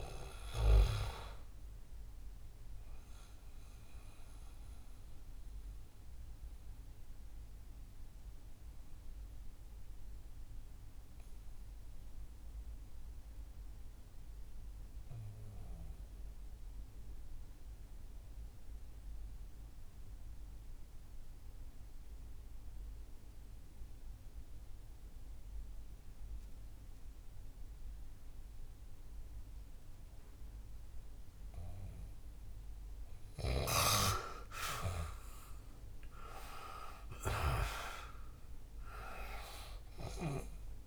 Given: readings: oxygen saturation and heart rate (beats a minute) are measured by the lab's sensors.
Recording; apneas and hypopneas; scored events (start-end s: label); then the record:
breathing in sleep by a room microphone; 1
0.00-12.00 s: oxygen desaturation (device-marked, oxygen 77% lowest, heart rate 61 extreme)
3.00-34.50 s: mixed apnea (oxygen 88% before, 77% lowest, heart rate 84 before, 60 extreme, up 14 after)
31.00-40.87 s: oxygen desaturation (device-marked, oxygen 99% before, 85% lowest, heart rate 64 before, 53 extreme)
36.00-40.00 s: arousal
From the record:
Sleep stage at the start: REM sleep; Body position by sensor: on the back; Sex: male